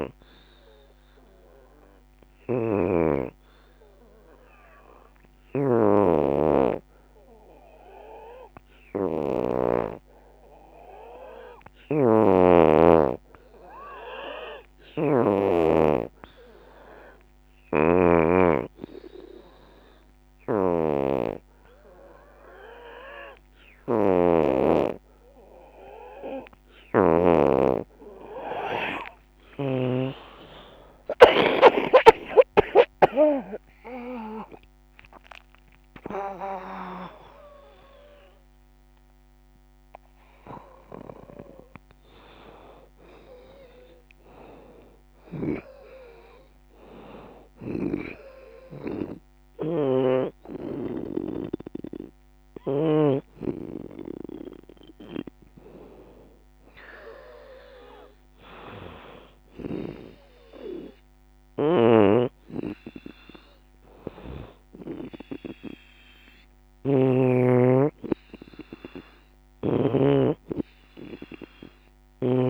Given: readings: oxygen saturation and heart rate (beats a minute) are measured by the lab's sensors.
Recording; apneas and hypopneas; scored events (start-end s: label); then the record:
breathing in sleep by a microphone on the trachea; 1
0.00-1.00 s: long interval between heartbeats (device-marked, heart rate 83 extreme)
0.00-1.50 s: drop in pulse transit time (device-marked, heart rate 78 extreme)
0.00-9.50 s: oxygen desaturation (device-marked, oxygen 82% lowest, heart rate 70 extreme)
1.00-29.00 s: obstructive apnea (oxygen 87% before, 81% lowest, heart rate 84 before, 70 extreme, up 34 after)
15.50-28.50 s: oxygen desaturation (device-marked, oxygen 91% before, 83% lowest, heart rate 79 before, 70 extreme)
31.50-35.50 s: arousal
33.50-45.50 s: drop in pulse transit time (device-marked, heart rate 78 before, 94 extreme)
34.50-50.50 s: oxygen desaturation (device-marked, oxygen 84% before, 81% lowest, heart rate 79 before, 83 extreme)
65.50-70.50 s: oxygen desaturation (device-marked, oxygen 93% before, 89% lowest, heart rate 88 before, 76 extreme)
70.50-72.50 s: arousal
From the record:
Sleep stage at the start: N2 (light sleep); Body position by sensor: on the back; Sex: female